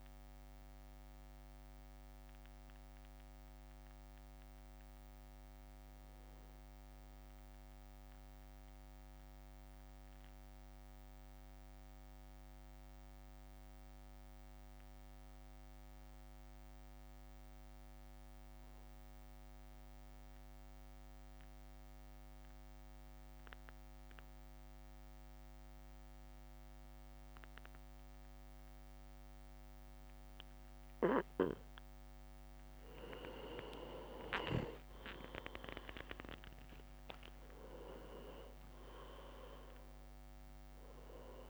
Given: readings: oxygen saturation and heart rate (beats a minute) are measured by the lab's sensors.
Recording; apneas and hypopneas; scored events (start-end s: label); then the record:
breathing in sleep by a microphone on the trachea; 1
0.00-3.00 s: drop in pulse transit time (device-marked, heart rate 58 extreme)
7.50-32.00 s: mixed apnea (oxygen 100% before, 94% lowest, heart rate 59 before, 53 extreme, up 6 after)
9.00-18.00 s: oxygen desaturation (device-marked, oxygen 98% before, 94% lowest, heart rate 59 before, 53 extreme)
33.00-35.50 s: leg movement (device-marked)
33.00-41.50 s: oxygen desaturation (device-marked, oxygen 100% before, 95% lowest, heart rate 55 before, 53 extreme)
34.00-37.50 s: arousal
35.00-41.50 s: drop in pulse transit time (device-marked, heart rate 56 before, 56 extreme)
From the record:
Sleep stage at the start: N2 (light sleep); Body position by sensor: on the back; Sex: male